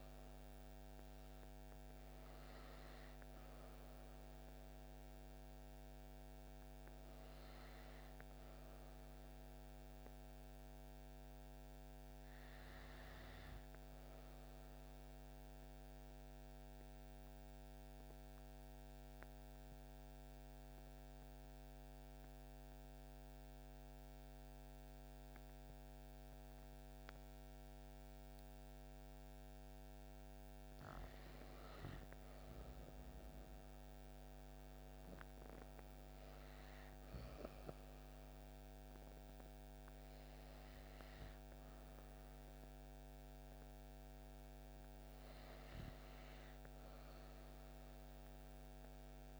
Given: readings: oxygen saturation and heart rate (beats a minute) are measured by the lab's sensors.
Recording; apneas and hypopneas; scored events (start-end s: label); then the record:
breathing in sleep, hard to hear, by a microphone on the trachea; 1
16.00-29.50 s: obstructive apnea (oxygen 97% before, 90% lowest)
33.50-37.50 s: arousal
42.50-49.40 s: oxygen desaturation (device-marked, oxygen 95% before, 90% lowest)
From the record:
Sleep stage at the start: N2 (light sleep); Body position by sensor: on the back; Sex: female